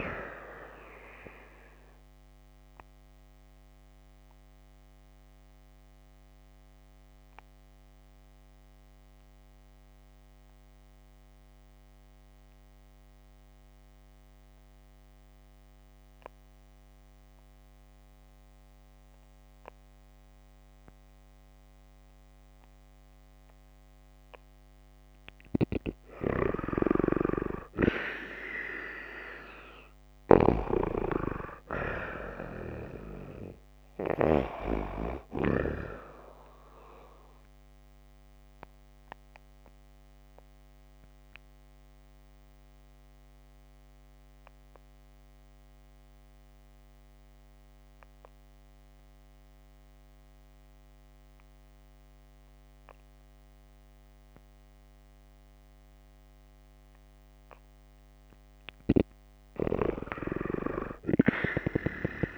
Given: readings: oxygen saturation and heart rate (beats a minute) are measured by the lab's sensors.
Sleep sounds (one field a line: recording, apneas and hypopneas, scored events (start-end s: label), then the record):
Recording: breathing in sleep by a microphone on the trachea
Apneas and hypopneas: 2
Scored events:
0.00-2.00 s: oxygen desaturation (device-marked, oxygen 89% lowest)
3.00-25.00 s: obstructive apnea (oxygen 93% before, 87% lowest)
25.50-34.00 s: snoring (device-marked)
26.00-40.00 s: oxygen desaturation (device-marked, oxygen 95% before, 87% lowest)
26.50-30.00 s: arousal
37.50-57.50 s: obstructive apnea (oxygen 96% before, 89% lowest)
59.00-62.00 s: arousal
From the record:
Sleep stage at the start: N2 (light sleep)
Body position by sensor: on the back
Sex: female